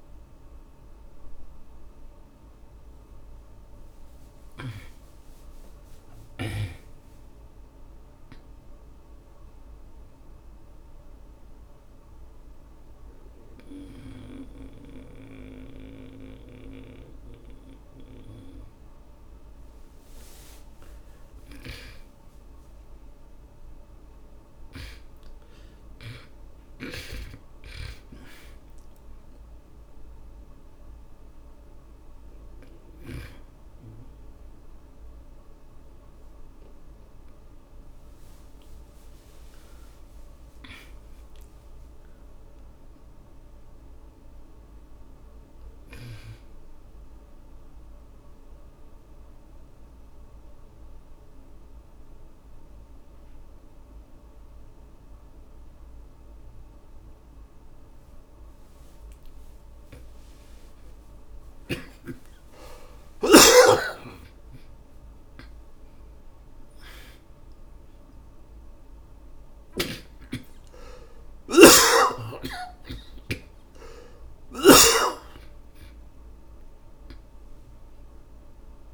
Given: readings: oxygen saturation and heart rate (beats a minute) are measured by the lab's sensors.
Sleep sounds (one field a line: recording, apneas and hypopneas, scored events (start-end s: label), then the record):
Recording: breathing in sleep by a room microphone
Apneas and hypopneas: 2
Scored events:
0.00-14.00 s: oxygen desaturation (device-marked, oxygen 88% lowest, heart rate 54 extreme)
4.50-7.50 s: arousal
11.00-22.00 s: obstructive apnea (oxygen 94% before, 76% lowest, heart rate 68 before, 54 extreme, up 42 after)
23.50-27.50 s: arousal
24.00-46.00 s: oxygen desaturation (device-marked, oxygen 96% before, 81% lowest, heart rate 65 before, 46 extreme)
39.00-44.00 s: arousal
48.00-64.00 s: oxygen desaturation (device-marked, oxygen 93% before, 84% lowest, heart rate 83 before, 46 extreme)
48.50-59.00 s: obstructive apnea (oxygen 96% before, 76% lowest, heart rate 83 before, 46 extreme, up 10 after)
61.00-65.00 s: arousal
63.50-70.00 s: snoring (device-marked)
73.00-78.94 s: oxygen desaturation (device-marked, oxygen 91% before, 76% lowest, heart rate 60 before, 46 extreme)
From the record:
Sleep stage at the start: N2 (light sleep)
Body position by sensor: on the back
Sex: male